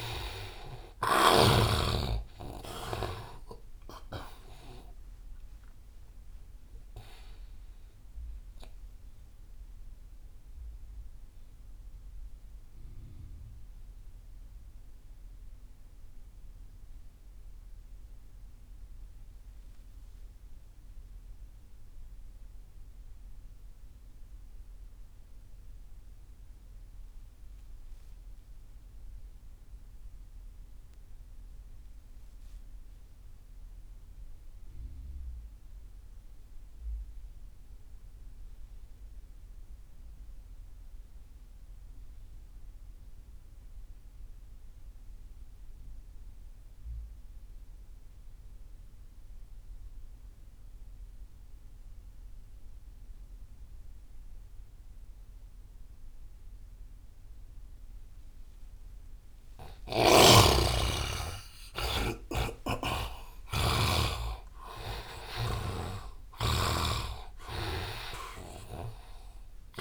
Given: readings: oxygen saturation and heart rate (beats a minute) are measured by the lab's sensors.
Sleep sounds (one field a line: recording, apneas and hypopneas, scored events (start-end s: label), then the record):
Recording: breathing in sleep by a room microphone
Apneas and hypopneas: 1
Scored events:
0.00-1.50 s: snoring (device-marked)
4.50-28.50 s: oxygen desaturation (device-marked, oxygen 95% before, 84% lowest)
8.50-59.50 s: mixed apnea (oxygen 99% before, 66% lowest)
40.50-69.81 s: oxygen desaturation (device-marked, oxygen 98% before, 66% lowest)
60.00-69.81 s: snoring (device-marked)
60.50-64.50 s: arousal
From the record:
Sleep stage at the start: N2 (light sleep)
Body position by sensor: on the right side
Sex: male